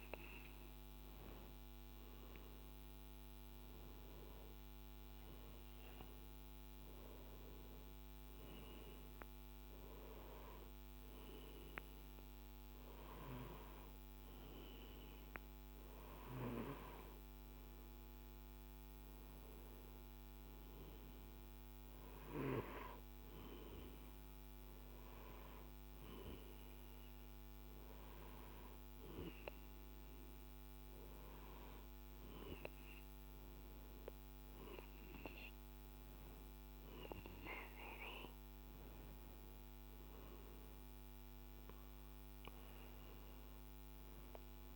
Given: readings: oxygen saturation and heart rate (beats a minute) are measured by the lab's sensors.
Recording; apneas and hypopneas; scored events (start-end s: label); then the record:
breathing in sleep by a microphone on the trachea; none
none scored
From the record:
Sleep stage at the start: N2 (light sleep); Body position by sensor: on the right side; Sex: male